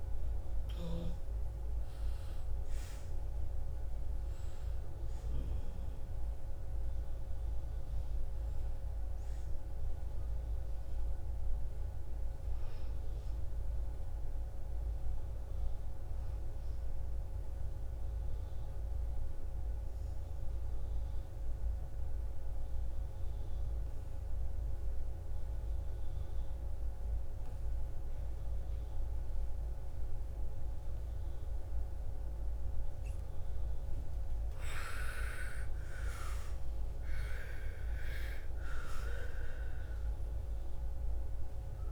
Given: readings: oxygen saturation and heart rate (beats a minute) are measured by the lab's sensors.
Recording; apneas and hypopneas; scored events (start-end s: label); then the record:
breathing in sleep by a room microphone; 1
0.00-1.00 s: arousal
0.00-15.00 s: oxygen desaturation (device-marked, oxygen 82% lowest, heart rate 56 extreme)
16.00-32.50 s: obstructive apnea (oxygen 97% before, 85% lowest, heart rate 66 before, 57 extreme, up 14 after)
34.00-41.92 s: oxygen desaturation (device-marked, oxygen 98% before, 85% lowest, heart rate 58 before, 56 extreme)
35.00-38.50 s: arousal
From the record:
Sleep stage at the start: N2 (light sleep); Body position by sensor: on the back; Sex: female